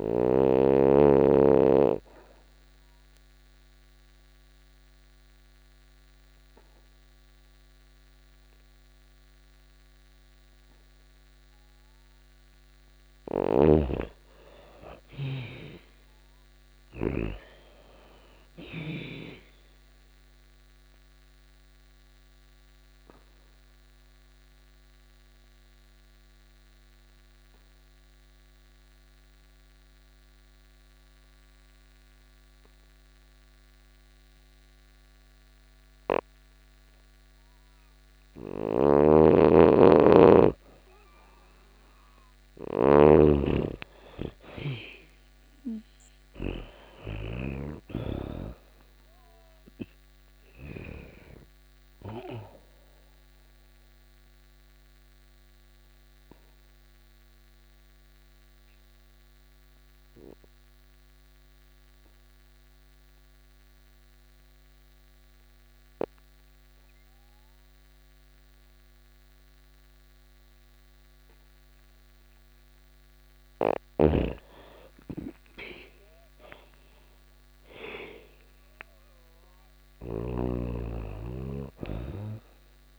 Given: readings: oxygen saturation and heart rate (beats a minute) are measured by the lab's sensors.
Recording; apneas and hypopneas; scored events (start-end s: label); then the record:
breathing in sleep by a microphone on the trachea; 3
1.50-11.50 s: obstructive apnea (oxygen 99% before, 88% lowest, heart rate 88 before, 85 extreme, up 4 after)
5.00-13.00 s: oxygen desaturation (device-marked, oxygen 99% before, 91% lowest, heart rate 87 before, 85 extreme)
12.50-16.50 s: snoring (device-marked)
14.00-17.50 s: arousal
18.00-35.00 s: oxygen desaturation (device-marked, oxygen 97% before, 90% lowest, heart rate 86 before, 85 extreme)
20.00-38.50 s: obstructive apnea (oxygen 99% before, 84% lowest, heart rate 86 before, 85 extreme, up 5 after)
37.50-50.00 s: snoring (device-marked)
40.50-43.50 s: arousal
46.00-63.00 s: oxygen desaturation (device-marked, oxygen 99% before, 88% lowest, heart rate 86 before, 85 extreme)
53.00-71.50 s: obstructive apnea (oxygen 99% before, 84% lowest, heart rate 88 before, 84 extreme, up 4 after)
73.00-82.99 s: snoring (device-marked)
75.00-82.99 s: oxygen desaturation (device-marked, oxygen 99% before, 84% lowest, heart rate 86 before, 84 extreme)
From the record:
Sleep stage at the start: N2 (light sleep); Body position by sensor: on the back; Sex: female